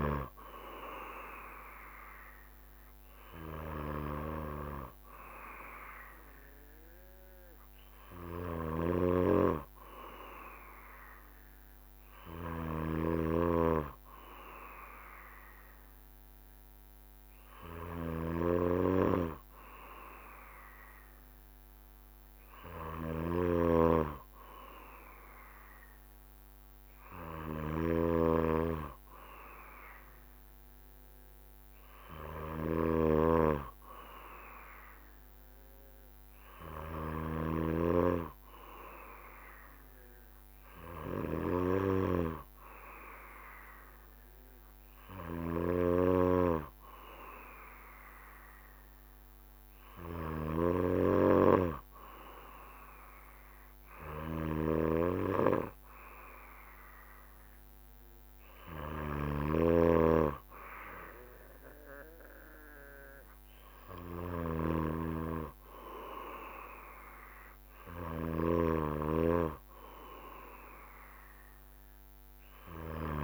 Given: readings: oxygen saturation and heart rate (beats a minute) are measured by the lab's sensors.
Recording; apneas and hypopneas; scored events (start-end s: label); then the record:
breathing in sleep by a microphone on the trachea; none
23.50-38.00 s: snoring (device-marked)
54.50-65.00 s: snoring (device-marked)
From the record:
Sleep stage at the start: N2 (light sleep); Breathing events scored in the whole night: 167 in 4.0 hours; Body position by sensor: on the back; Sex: male